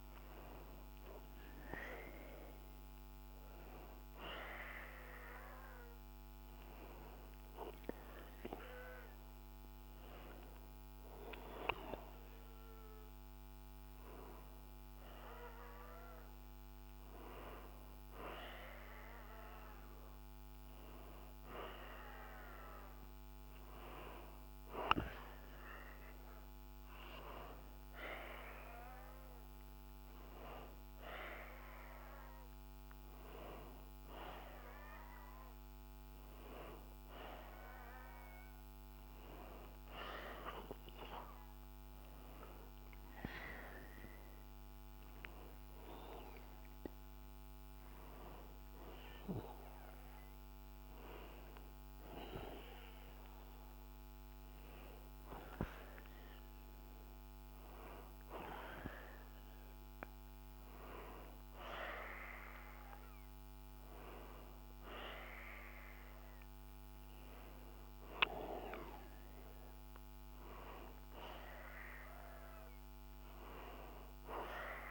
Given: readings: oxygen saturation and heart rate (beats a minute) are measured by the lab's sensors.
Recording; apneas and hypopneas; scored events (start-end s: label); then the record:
breathing in sleep by a microphone on the trachea; none
none scored
From the record:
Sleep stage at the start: N1 (lightest sleep); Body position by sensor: on the back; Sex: male